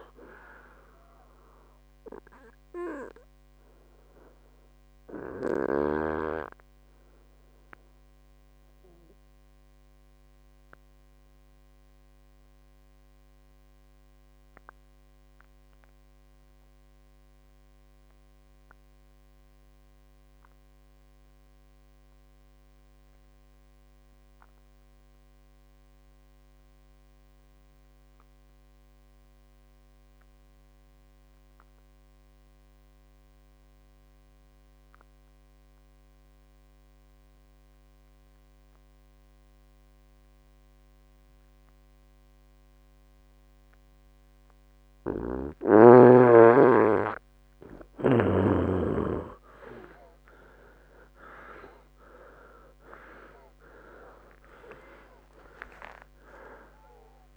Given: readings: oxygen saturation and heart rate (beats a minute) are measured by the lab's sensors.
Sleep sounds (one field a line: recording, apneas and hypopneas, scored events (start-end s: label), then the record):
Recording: breathing in sleep by a microphone on the trachea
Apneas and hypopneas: 1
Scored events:
0.00-23.50 s: oxygen desaturation (device-marked, oxygen 89% lowest, heart rate 55 extreme)
7.00-46.50 s: mixed apnea (oxygen 99% before, 82% lowest, heart rate 72 before, 55 extreme, up 23 after)
37.50-57.36 s: oxygen desaturation (device-marked, oxygen 97% before, 82% lowest, heart rate 64 before, 59 extreme)
49.00-53.00 s: arousal
From the record:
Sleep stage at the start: N2 (light sleep)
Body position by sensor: on the right side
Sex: male